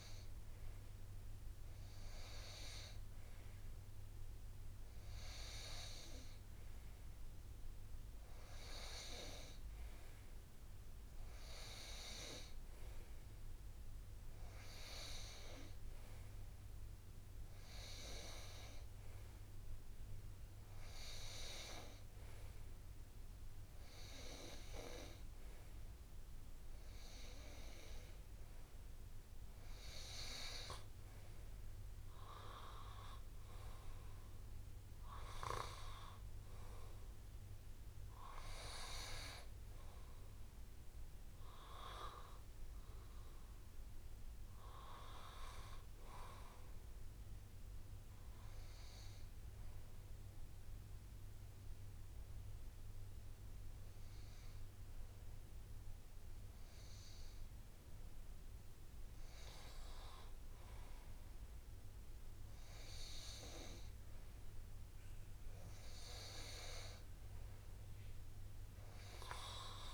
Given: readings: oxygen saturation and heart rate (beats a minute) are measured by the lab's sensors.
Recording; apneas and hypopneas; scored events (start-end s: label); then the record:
breathing in sleep by a room microphone; 1
40.50-45.00 s: arousal
50.00-60.00 s: hypopnea (oxygen 97% before, 96% lowest, heart rate 74 before, 61 extreme, up 3 after)
62.00-65.50 s: arousal
68.00-69.94 s: long interval between heartbeats (device-marked, heart rate 69 before, 70 extreme)
From the record:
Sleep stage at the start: N2 (light sleep); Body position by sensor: on the right side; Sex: male